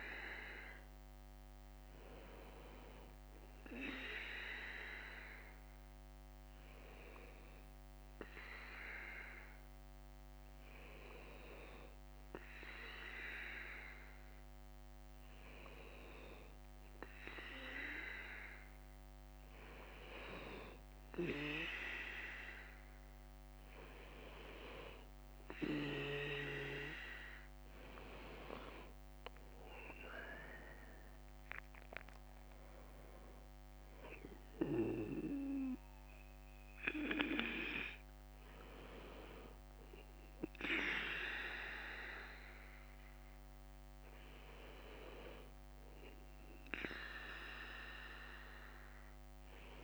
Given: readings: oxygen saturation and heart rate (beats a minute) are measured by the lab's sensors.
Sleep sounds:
breathing in sleep by a microphone on the trachea; none
0.00-17.00 s: bradycardia (device-marked, heart rate 56 extreme)
31.00-43.00 s: drop in pulse transit time (device-marked, heart rate 60 before, 58 extreme)
37.00-43.00 s: bradycardia (device-marked, heart rate 67 before, 58 extreme)
44.00-49.84 s: bradycardia (device-marked, heart rate 67 before, 57 extreme)
From the record:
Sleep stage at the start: N2 (light sleep); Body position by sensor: on the back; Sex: male

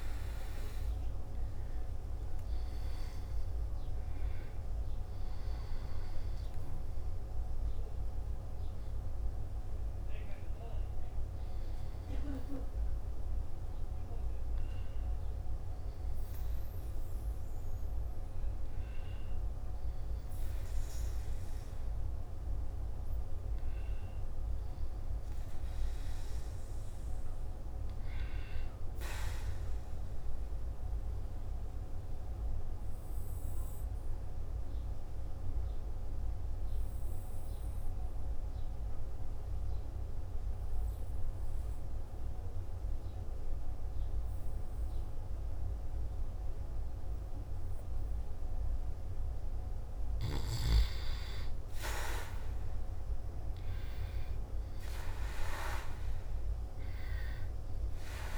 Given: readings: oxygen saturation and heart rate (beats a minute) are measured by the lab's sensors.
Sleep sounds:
breathing in sleep, hard to hear, by a room microphone; 1
5.50-35.50 s: new sleep stage, N1 (lightest sleep)
16.50-32.50 s: oxygen desaturation (device-marked, oxygen 95% before, 91% lowest, heart rate 60 before, 57 extreme)
34.50-50.00 s: obstructive apnea (oxygen 98% before, 91% lowest, heart rate 58 before, 57 extreme, up 1 after)
35.50-58.37 s: new sleep stage, N2 (light sleep)
52.00-56.00 s: arousal
From the record:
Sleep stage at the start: N2 (light sleep); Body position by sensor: on the back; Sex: male

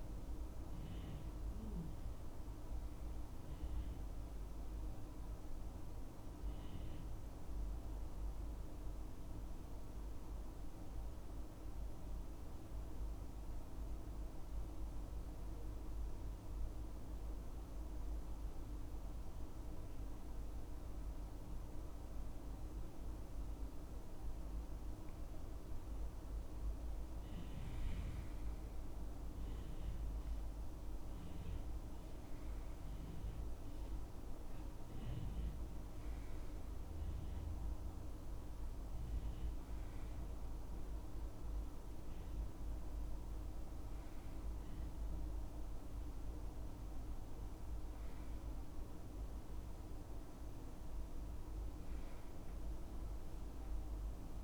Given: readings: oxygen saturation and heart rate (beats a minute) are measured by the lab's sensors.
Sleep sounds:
breathing in sleep, hard to hear, by a room microphone; 1
5.50-24.50 s: mixed apnea (oxygen 98% before, 90% lowest, heart rate 68 before, 65 extreme, up 10 after)
26.00-29.00 s: arousal
28.00-54.44 s: oxygen desaturation (device-marked, oxygen 98% before, 90% lowest, heart rate 68 before, 67 extreme)
50.50-53.50 s: arousal
From the record:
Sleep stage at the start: N2 (light sleep); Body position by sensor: on the back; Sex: male

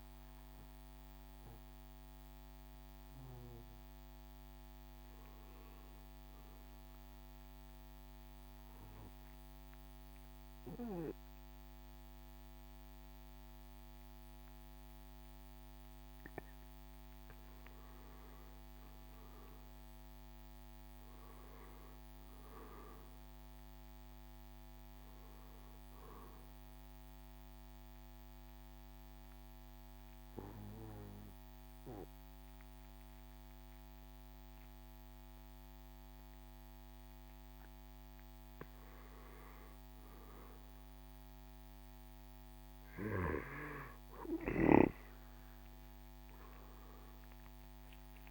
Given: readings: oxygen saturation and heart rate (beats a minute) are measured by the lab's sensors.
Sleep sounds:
breathing in sleep by a microphone on the trachea; 2
0.00-6.50 s: drop in pulse transit time (device-marked, heart rate 76 extreme)
0.00-12.50 s: oxygen desaturation (device-marked, oxygen 88% lowest, heart rate 64 extreme)
6.50-16.50 s: obstructive apnea (oxygen 95% before, 88% lowest, heart rate 76 before, 64 extreme, up 8 after)
19.00-22.50 s: arousal
27.00-38.50 s: obstructive apnea (oxygen 98% before, 87% lowest, heart rate 71 before, 66 extreme, up 4 after)
29.50-38.50 s: oxygen desaturation (device-marked, oxygen 96% before, 90% lowest, heart rate 70 before, 66 extreme)
45.50-48.31 s: arousal
46.50-48.31 s: drop in pulse transit time (device-marked, heart rate 69 before, 67 extreme)
From the record:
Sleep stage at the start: N2 (light sleep); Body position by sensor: on the back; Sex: male

